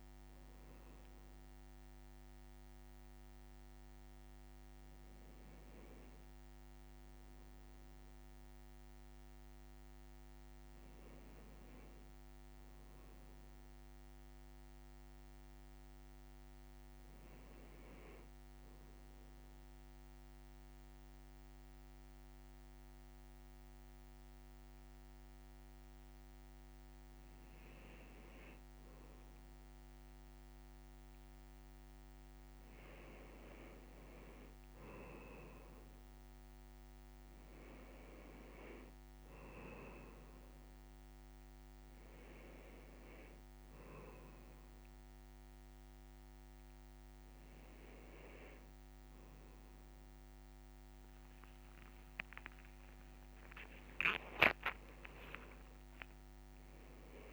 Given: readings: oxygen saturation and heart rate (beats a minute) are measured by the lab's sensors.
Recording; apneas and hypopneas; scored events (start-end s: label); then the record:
a person awake in a sleep study, by a microphone on the trachea; none
none scored
From the record:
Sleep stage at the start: awake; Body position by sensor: on the left side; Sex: male